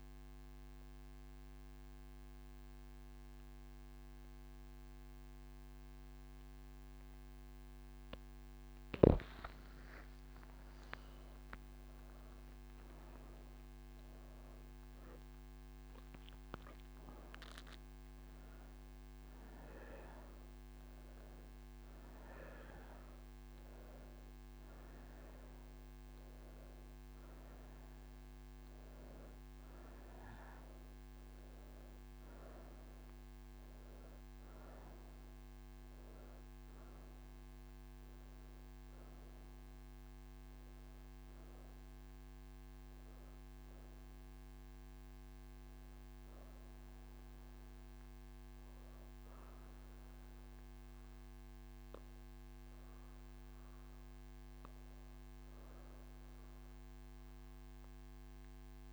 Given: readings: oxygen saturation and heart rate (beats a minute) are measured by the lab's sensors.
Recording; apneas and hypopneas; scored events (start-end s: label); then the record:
breathing in sleep, hard to hear, by a microphone on the trachea; none
10.00-26.00 s: oxygen desaturation (device-marked, oxygen 98% before, 94% lowest)
32.00-58.00 s: oxygen desaturation (device-marked, oxygen 95% before, 88% lowest)
From the record:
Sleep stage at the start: N3 (deep sleep); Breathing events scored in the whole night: 113 in 5.3 hours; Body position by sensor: on the right side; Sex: female